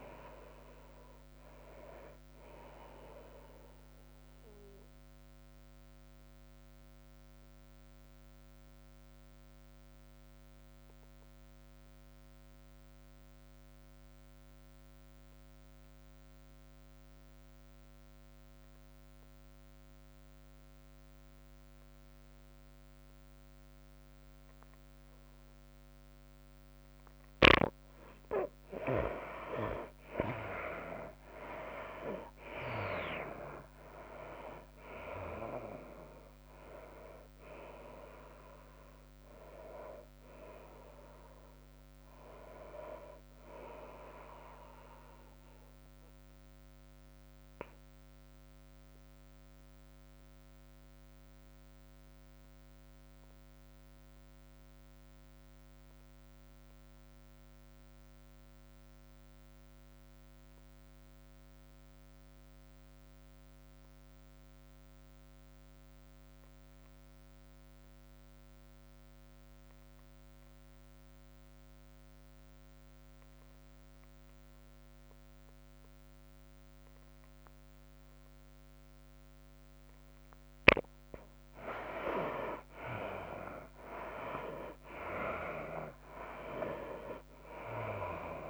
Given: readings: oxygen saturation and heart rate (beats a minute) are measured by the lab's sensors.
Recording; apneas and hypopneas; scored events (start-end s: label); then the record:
breathing in sleep by a microphone on the trachea; 2
0.00-10.50 s: drop in pulse transit time (device-marked, heart rate 97 extreme)
0.00-10.50 s: oxygen desaturation (device-marked, oxygen 84% lowest, heart rate 87 extreme)
6.00-27.50 s: obstructive apnea (oxygen 98% before, 76% lowest, heart rate 95 before, 87 extreme, up 10 after)
23.50-49.50 s: oxygen desaturation (device-marked, oxygen 97% before, 78% lowest, heart rate 94 before, 84 extreme)
30.50-34.50 s: arousal
31.50-53.50 s: drop in pulse transit time (device-marked, heart rate 90 before, 90 extreme)
36.50-38.50 s: long interval between heartbeats (device-marked, heart rate 90 before, 91 extreme)
47.00-80.50 s: obstructive apnea (oxygen 97% before, 72% lowest, heart rate 93 before, 80 extreme, up 19 after)
68.50-88.50 s: oxygen desaturation (device-marked, oxygen 97% before, 72% lowest, heart rate 94 before, 80 extreme)
83.50-88.00 s: arousal
85.50-88.50 s: drop in pulse transit time (device-marked, heart rate 85 before, 93 extreme)
85.50-88.50 s: tachycardia (device-marked, heart rate 96 before, 104 extreme)
From the record:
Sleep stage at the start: N2 (light sleep); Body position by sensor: on the right side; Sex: female